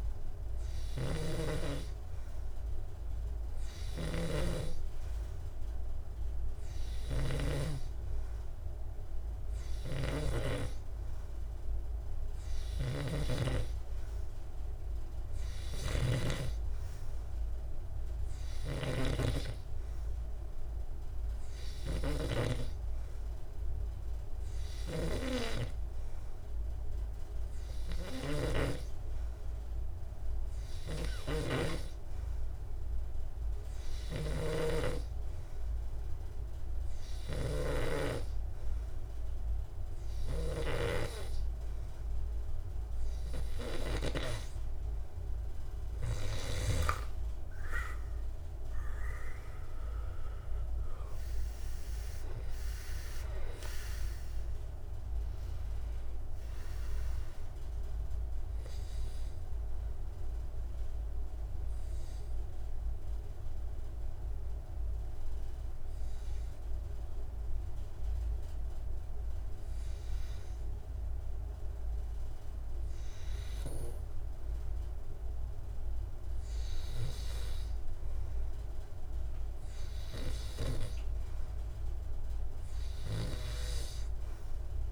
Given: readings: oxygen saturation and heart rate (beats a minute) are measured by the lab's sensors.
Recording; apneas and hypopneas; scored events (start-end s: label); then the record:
breathing in sleep by a room microphone; 2
35.00-46.00 s: hypopnea (oxygen 95% before, 93% lowest, heart rate 76 before, 68 extreme, up 12 after)
50.00-54.00 s: arousal
61.50-74.50 s: obstructive apnea (oxygen 95% before, 91% lowest, heart rate 82 before, 68 extreme, up 3 after)
76.50-81.50 s: arousal
81.50-84.92 s: oxygen desaturation (device-marked, oxygen 100% before, 94% lowest, heart rate 71 before, 67 extreme)
From the record:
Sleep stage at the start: N2 (light sleep); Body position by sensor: on the back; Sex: male